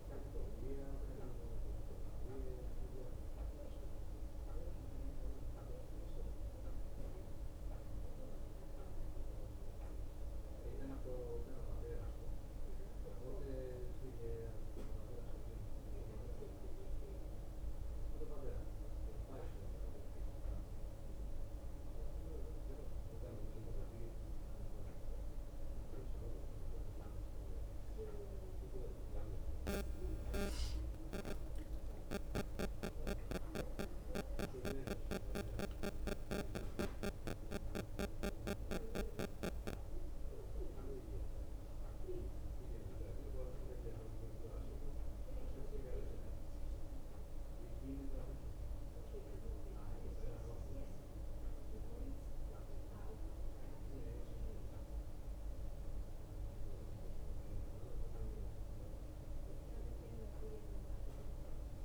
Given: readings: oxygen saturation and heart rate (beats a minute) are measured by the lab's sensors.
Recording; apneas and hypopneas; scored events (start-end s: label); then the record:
breathing in sleep by a room microphone; 1
0.00-1.50 s: drop in pulse transit time (device-marked)
0.00-3.50 s: oxygen desaturation (device-marked, oxygen 90% lowest)
0.00-61.85 s: bradycardia (device-marked)
3.00-6.50 s: arousal
7.00-9.00 s: long interval between heartbeats (device-marked)
9.50-25.00 s: hypopnea (oxygen 93% before, 89% lowest)
11.50 s: drop in pulse transit time (device-marked)
12.50-14.50 s: long interval between heartbeats (device-marked)
13.50-21.50 s: drop in pulse transit time (device-marked)
17.00-19.00 s: long interval between heartbeats (device-marked)
21.00-23.00 s: long interval between heartbeats (device-marked, heart rate 32 before, 28 extreme)
28.50-32.50 s: arousal
44.00-46.00 s: long interval between heartbeats (device-marked)
47.00-49.00 s: long interval between heartbeats (device-marked)
50.50-59.50 s: drop in pulse transit time (device-marked)
56.00-58.00 s: long interval between heartbeats (device-marked)
From the record:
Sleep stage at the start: N1 (lightest sleep); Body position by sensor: on the right side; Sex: male